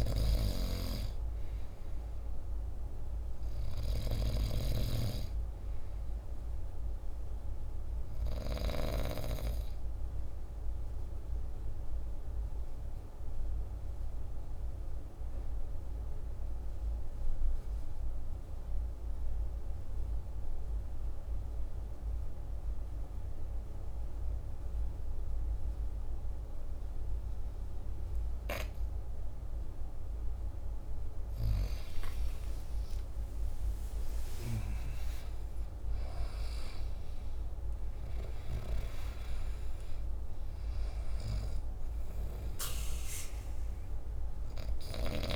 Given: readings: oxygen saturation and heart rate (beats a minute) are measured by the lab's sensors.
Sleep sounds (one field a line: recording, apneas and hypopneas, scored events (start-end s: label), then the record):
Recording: breathing in sleep by a room microphone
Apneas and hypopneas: 1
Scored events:
0.00-11.50 s: oxygen desaturation (device-marked, oxygen 88% lowest, heart rate 50 extreme)
11.50-30.00 s: obstructive apnea (oxygen 97% before, 89% lowest, heart rate 56 before, 47 extreme, up 10 after)
31.50-45.36 s: oxygen desaturation (device-marked, oxygen 99% before, 92% lowest, heart rate 51 before, 47 extreme)
32.00-37.00 s: arousal
From the record:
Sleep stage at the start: N2 (light sleep)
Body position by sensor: on the back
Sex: male